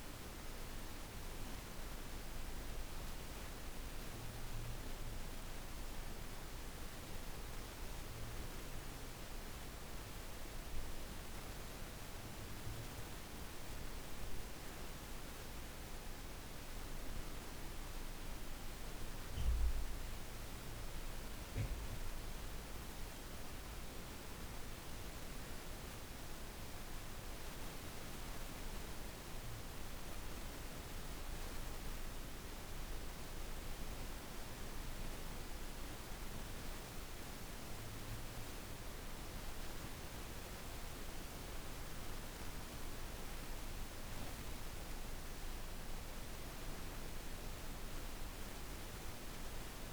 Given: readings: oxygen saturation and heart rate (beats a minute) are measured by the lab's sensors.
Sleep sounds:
breathing in sleep, hard to hear, by a room microphone; none
none scored
From the record:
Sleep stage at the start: N1 (lightest sleep); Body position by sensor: on the back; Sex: female

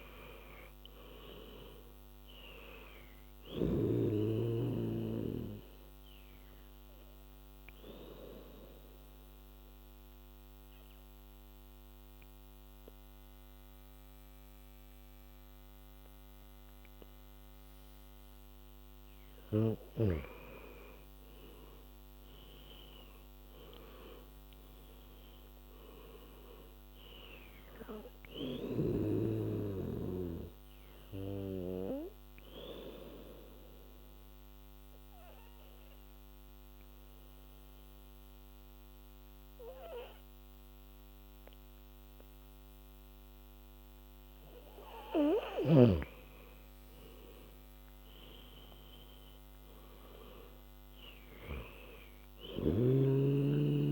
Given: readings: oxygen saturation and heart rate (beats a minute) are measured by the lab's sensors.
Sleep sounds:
breathing in sleep by a microphone on the trachea; 2
0.00-13.00 s: oxygen desaturation (device-marked, oxygen 89% lowest, heart rate 67 extreme)
6.00-18.00 s: obstructive apnea (oxygen 98% before, 88% lowest, heart rate 82 before, 67 extreme, up 14 after)
22.00-26.00 s: arousal
23.00-40.00 s: oxygen desaturation (device-marked, oxygen 99% before, 88% lowest, heart rate 77 before, 67 extreme)
32.50-44.50 s: obstructive apnea (oxygen 99% before, 88% lowest, heart rate 80 before, 70 extreme, up 18 after)
46.50-50.00 s: arousal
47.00-53.92 s: oxygen desaturation (device-marked, oxygen 99% before, 89% lowest, heart rate 76 before, 72 extreme)
From the record:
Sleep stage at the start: N2 (light sleep); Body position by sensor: on the back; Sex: female

